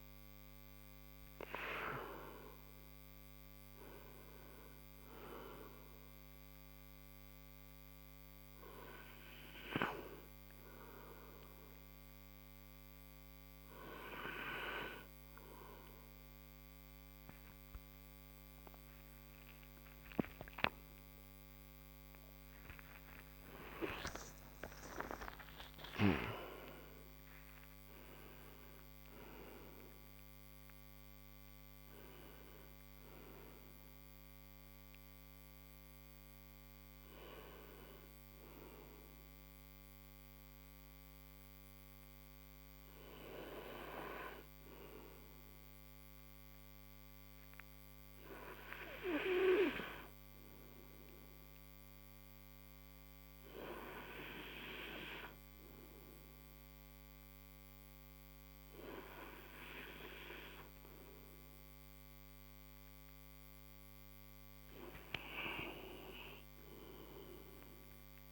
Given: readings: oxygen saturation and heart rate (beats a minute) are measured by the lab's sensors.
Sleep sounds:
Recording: breathing in sleep by a microphone on the trachea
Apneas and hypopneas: none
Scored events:
19.00-27.00 s: oxygen desaturation (device-marked, oxygen 96% before, 94% lowest)
20.50-26.00 s: arousal
21.00-33.00 s: tachycardia (device-marked, heart rate 34 before, 110 extreme)
From the record:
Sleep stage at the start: N2 (light sleep)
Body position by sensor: on the front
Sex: male

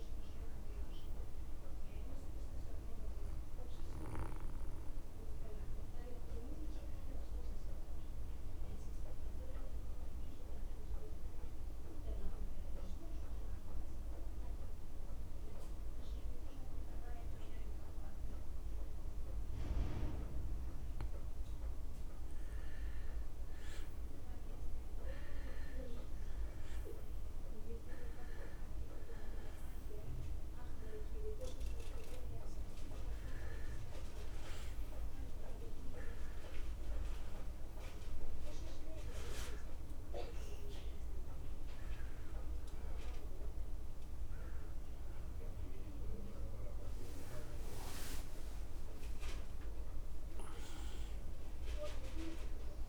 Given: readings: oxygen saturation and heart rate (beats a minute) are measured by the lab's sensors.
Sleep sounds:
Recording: breathing in sleep by a room microphone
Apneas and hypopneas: 1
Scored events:
0.00-14.00 s: oxygen desaturation (device-marked, oxygen 91% lowest)
2.00-20.50 s: mixed apnea (oxygen 98% before, 91% lowest)
23.00-26.50 s: arousal
29.00-50.00 s: oxygen desaturation (device-marked, oxygen 97% before, 91% lowest)
From the record:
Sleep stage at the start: N2 (light sleep)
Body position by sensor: on the back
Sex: male

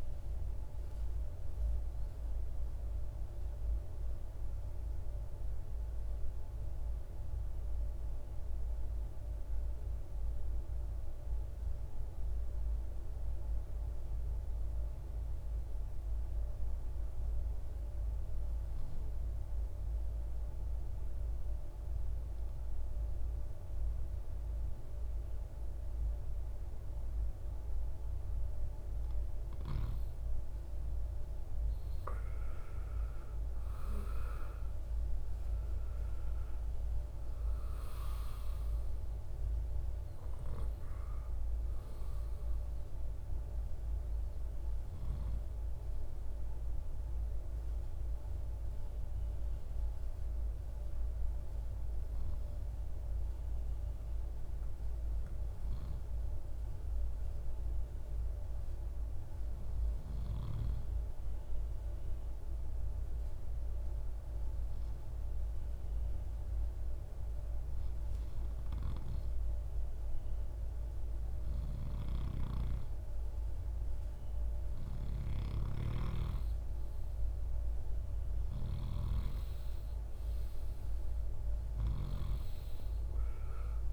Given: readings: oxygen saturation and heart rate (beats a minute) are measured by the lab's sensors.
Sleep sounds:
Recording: breathing in sleep by a room microphone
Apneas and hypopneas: 2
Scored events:
0.00-11.00 s: oxygen desaturation (device-marked, oxygen 87% lowest, heart rate 53 extreme)
7.00-28.00 s: obstructive apnea (oxygen 97% before, 89% lowest, heart rate 65 before, 53 extreme, up 11 after)
29.00-55.00 s: oxygen desaturation (device-marked, oxygen 98% before, 89% lowest, heart rate 56 before, 56 extreme)
30.00-33.00 s: arousal
50.50-72.50 s: hypopnea (oxygen 98% before, 89% lowest, heart rate 64 before, 56 extreme, up 11 after)
71.00-83.93 s: oxygen desaturation (device-marked, oxygen 98% before, 90% lowest, heart rate 58 before, 53 extreme)
77.50-81.50 s: snoring (device-marked)
From the record:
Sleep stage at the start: N2 (light sleep)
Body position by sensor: on the right side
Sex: male

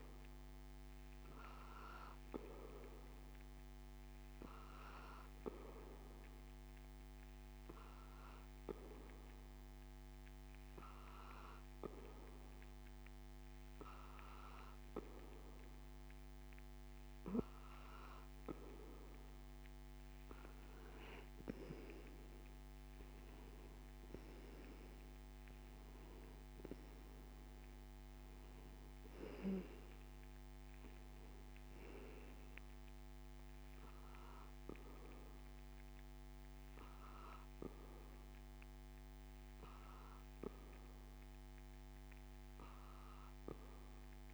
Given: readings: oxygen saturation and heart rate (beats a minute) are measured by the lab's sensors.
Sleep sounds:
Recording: breathing in sleep by a microphone on the trachea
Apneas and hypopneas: none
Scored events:
26.00-30.00 s: arousal
From the record:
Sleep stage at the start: N2 (light sleep)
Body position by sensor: on the back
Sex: male

